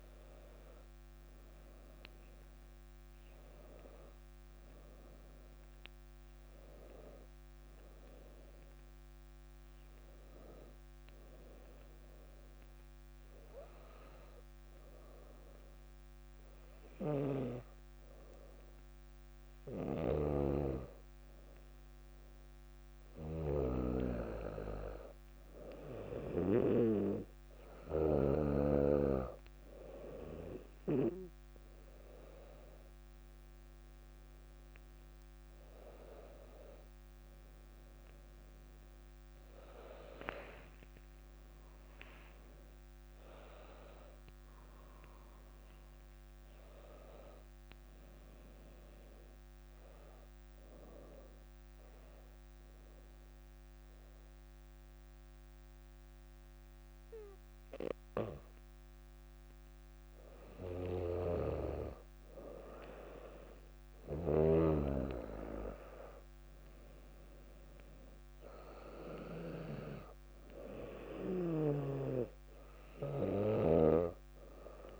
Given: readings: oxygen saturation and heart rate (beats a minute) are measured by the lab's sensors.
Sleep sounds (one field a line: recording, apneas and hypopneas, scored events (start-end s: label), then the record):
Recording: breathing in sleep by a microphone on the trachea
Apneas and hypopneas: 2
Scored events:
11.00-23.00 s: hypopnea (oxygen 98% before, 95% lowest, heart rate 62 before, 59 extreme, up 1 after)
36.00-40.50 s: arousal
52.00-62.00 s: mixed apnea (oxygen 98% before, 95% lowest, heart rate 60 before, 56 extreme, up 4 after)
65.00-69.00 s: arousal
70.00-75.00 s: oxygen desaturation (device-marked, oxygen 99% before, 95% lowest, heart rate 57 before, 56 extreme)
From the record:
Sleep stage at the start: N2 (light sleep)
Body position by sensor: on the back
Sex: female